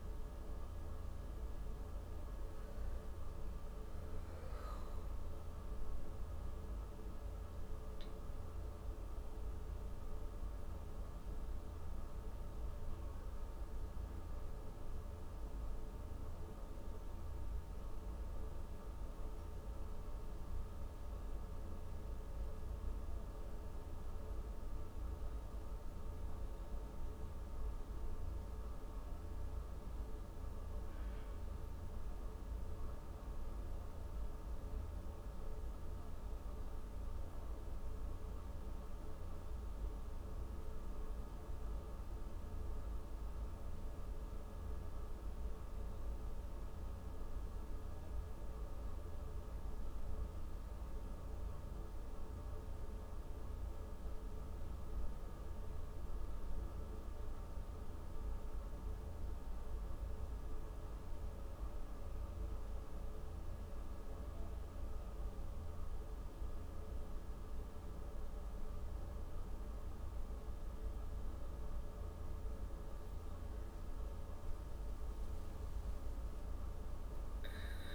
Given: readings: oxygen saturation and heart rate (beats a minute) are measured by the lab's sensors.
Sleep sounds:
breathing in sleep, hard to hear, by a room microphone; none
2.50-6.00 s: arousal
From the record:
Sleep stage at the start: N1 (lightest sleep); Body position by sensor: on the back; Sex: female

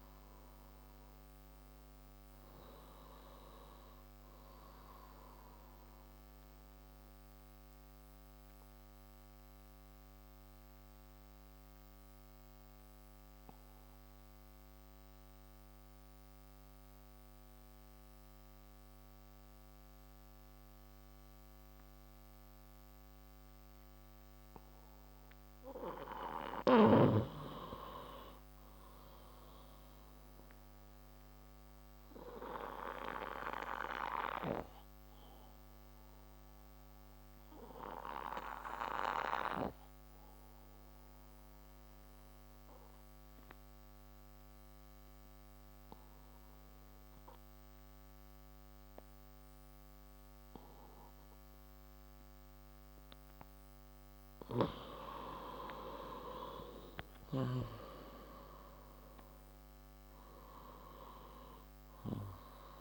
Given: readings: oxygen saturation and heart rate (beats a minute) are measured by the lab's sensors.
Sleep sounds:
breathing in sleep by a microphone on the trachea; 2
0.00-13.00 s: oxygen desaturation (device-marked, oxygen 91% lowest, heart rate 57 extreme)
6.50-24.00 s: obstructive apnea (oxygen 97% before, 90% lowest, heart rate 97 before, 57 extreme, up 7 after)
24.50-28.50 s: arousal
33.50-53.00 s: obstructive apnea (oxygen 98% before, 90% lowest, heart rate 59 before, 58 extreme, up 22 after)
34.00-52.00 s: oxygen desaturation (device-marked, oxygen 98% before, 93% lowest, heart rate 59 before, 58 extreme)
54.50-58.00 s: arousal
From the record:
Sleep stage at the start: N2 (light sleep); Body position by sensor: on the left side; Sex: male

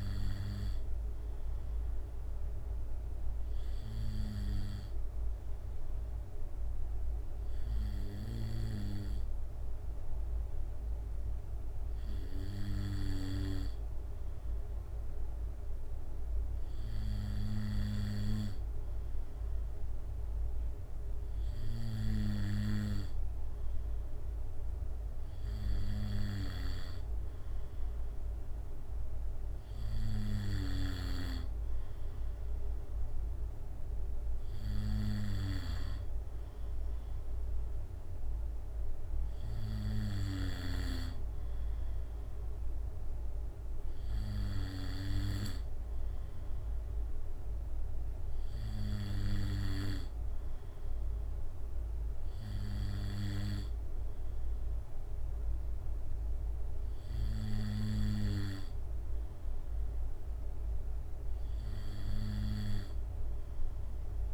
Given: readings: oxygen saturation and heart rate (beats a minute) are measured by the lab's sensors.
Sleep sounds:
breathing in sleep by a room microphone; none
none scored
From the record:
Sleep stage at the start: N2 (light sleep); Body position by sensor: on the back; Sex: male

